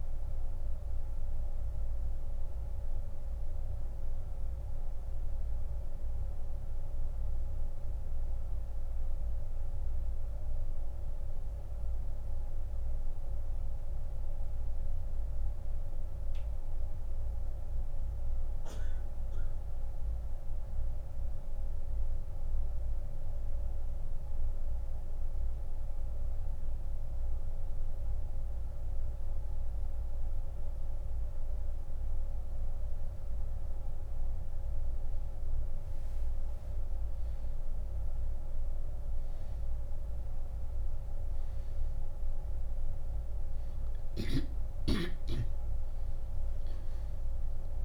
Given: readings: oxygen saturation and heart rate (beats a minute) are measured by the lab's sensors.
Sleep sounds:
breathing in sleep, hard to hear, by a room microphone; 1
0.00-22.00 s: oxygen desaturation (device-marked, oxygen 93% lowest)
2.50-27.50 s: hypopnea (oxygen 98% before, 91% lowest)
29.00-33.00 s: arousal
From the record:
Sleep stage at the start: N1 (lightest sleep); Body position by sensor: on the back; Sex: male

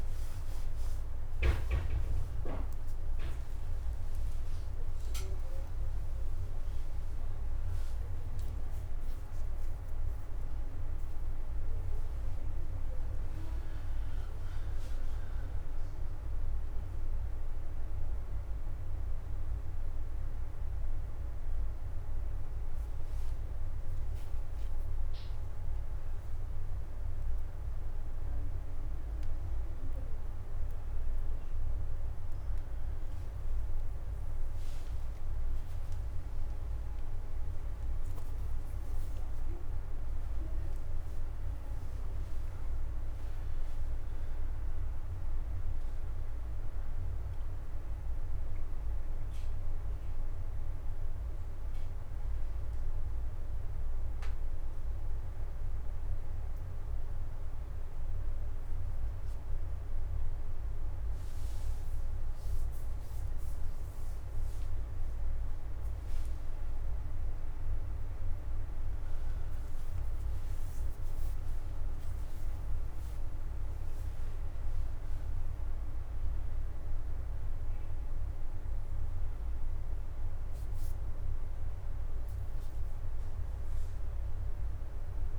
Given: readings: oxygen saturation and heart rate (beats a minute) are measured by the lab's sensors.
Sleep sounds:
a person awake in a sleep study, hard to hear, by a room microphone; none
38.00-43.00 s: oxygen desaturation (device-marked, oxygen 98% before, 93% lowest, heart rate 89 before, 80 extreme)
72.00-85.39 s: new sleep stage, N1 (lightest sleep)
From the record:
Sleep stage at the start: awake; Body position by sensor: on the right side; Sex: male

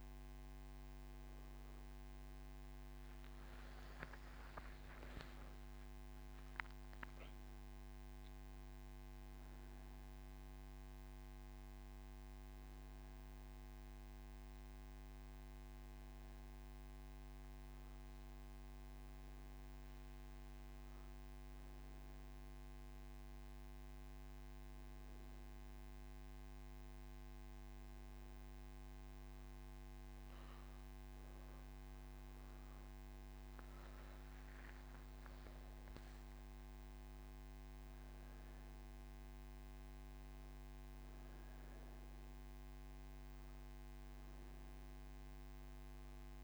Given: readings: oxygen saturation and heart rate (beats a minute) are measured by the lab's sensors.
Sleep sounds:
breathing in sleep, hard to hear, by a microphone on the trachea; none
none scored
From the record:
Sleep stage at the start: N1 (lightest sleep); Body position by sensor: on the right side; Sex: female

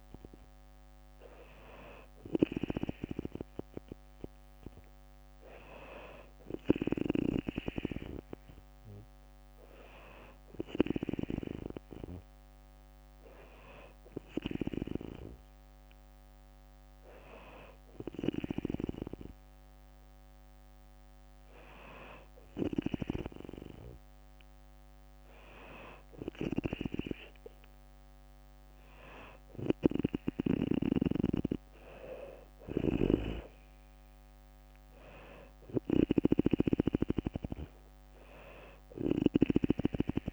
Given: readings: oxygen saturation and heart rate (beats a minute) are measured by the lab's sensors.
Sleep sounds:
breathing in sleep by a microphone on the trachea; none
1.50-6.50 s: snoring (device-marked)
25.50-30.00 s: snoring (device-marked)
31.50-40.33 s: drop in pulse transit time (device-marked, heart rate 63 before, 61 extreme)
32.00-40.33 s: snoring (device-marked)
From the record:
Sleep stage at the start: N2 (light sleep); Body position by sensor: on the back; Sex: female

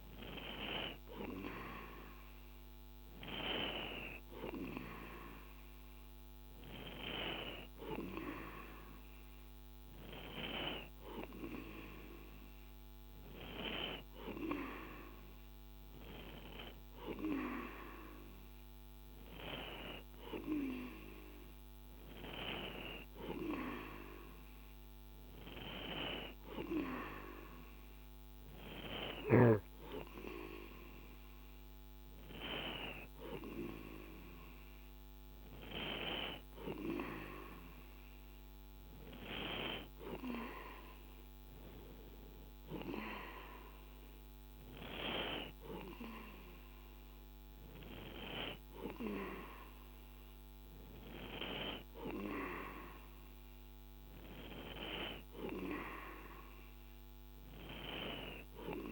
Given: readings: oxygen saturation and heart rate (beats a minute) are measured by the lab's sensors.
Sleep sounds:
breathing in sleep by a microphone on the trachea; none
none scored
From the record:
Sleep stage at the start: N2 (light sleep); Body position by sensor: on the right side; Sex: male

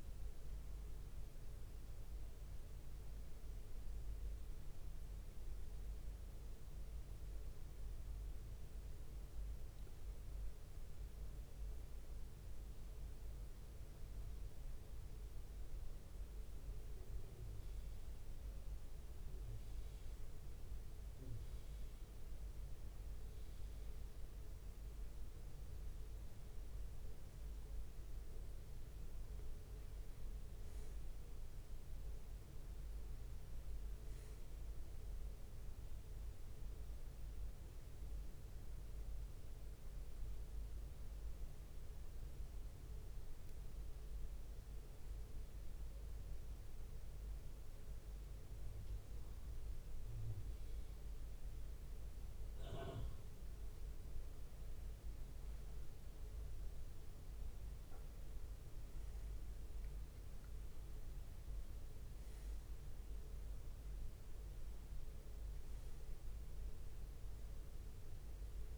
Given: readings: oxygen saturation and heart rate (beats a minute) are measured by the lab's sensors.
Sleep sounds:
breathing in sleep, hard to hear, by a room microphone; 1
16.00-35.00 s: oxygen desaturation (device-marked, oxygen 94% before, 91% lowest, heart rate 67 before, 67 extreme)
42.00-54.00 s: hypopnea (oxygen 94% before, 91% lowest, heart rate 69 before, 68 extreme, up 3 after)
51.00-61.00 s: drop in pulse transit time (device-marked, heart rate 68 before, 68 extreme)
57.00-62.00 s: arousal
From the record:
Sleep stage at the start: N1 (lightest sleep); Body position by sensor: on the right side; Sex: male

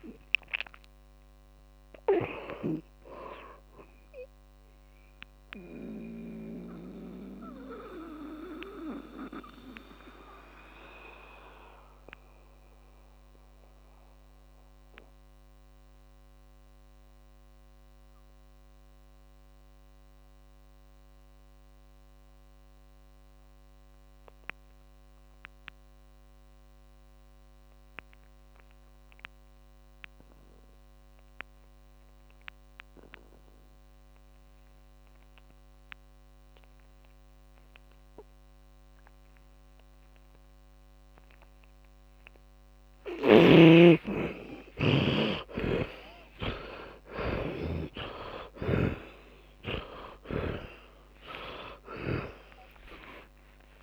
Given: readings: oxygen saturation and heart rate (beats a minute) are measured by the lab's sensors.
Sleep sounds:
breathing in sleep by a microphone on the trachea; 1
0.00-1.00 s: arousal
0.00-24.00 s: oxygen desaturation (device-marked, oxygen 79% lowest, heart rate 48 extreme)
6.50-43.00 s: mixed apnea (oxygen 100% before, 78% lowest, heart rate 72 before, 48 extreme)
33.00-53.83 s: oxygen desaturation (device-marked, oxygen 100% before, 78% lowest, heart rate 57 before, 48 extreme)
45.00-51.00 s: arousal
45.50-52.50 s: snoring (device-marked)
47.00-52.00 s: tachycardia (device-marked, heart rate 69 before, 115 extreme)
From the record:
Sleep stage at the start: N2 (light sleep); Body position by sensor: on the back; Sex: male

